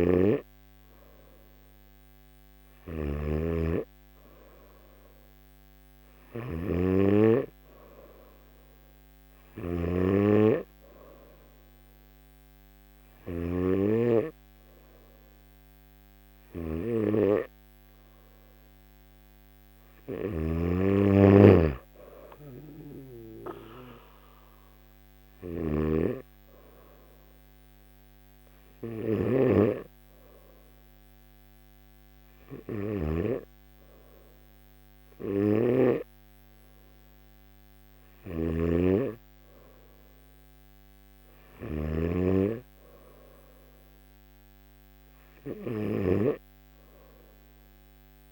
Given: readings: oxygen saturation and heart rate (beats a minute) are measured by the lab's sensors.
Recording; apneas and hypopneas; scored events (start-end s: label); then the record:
breathing in sleep by a microphone on the trachea; none
0.00-14.00 s: snoring (device-marked)
16.00-33.00 s: snoring (device-marked)
35.00-41.50 s: snoring (device-marked)
From the record:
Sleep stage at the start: N2 (light sleep); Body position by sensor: on the back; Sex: male